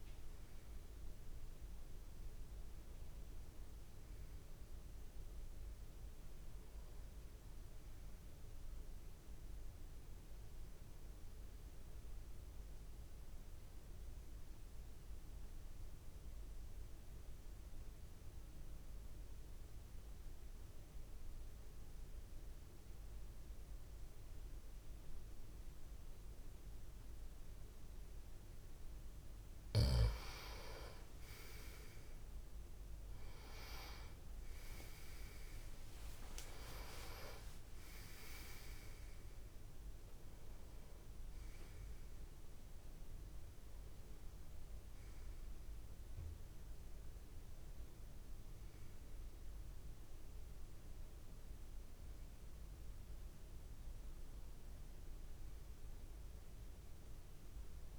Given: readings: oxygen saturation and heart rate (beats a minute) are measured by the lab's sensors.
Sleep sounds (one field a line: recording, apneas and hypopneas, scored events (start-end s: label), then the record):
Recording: breathing in sleep by a room microphone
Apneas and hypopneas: 1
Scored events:
0.00-8.00 s: oxygen desaturation (device-marked, oxygen 93% lowest)
13.00-29.50 s: obstructive apnea (oxygen 98% before, 89% lowest)
29.00-39.00 s: oxygen desaturation (device-marked, oxygen 96% before, 93% lowest)
37.50-40.50 s: arousal
41.00-53.00 s: oxygen desaturation (device-marked, oxygen 95% before, 89% lowest)
From the record:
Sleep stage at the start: N2 (light sleep)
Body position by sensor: on the back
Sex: male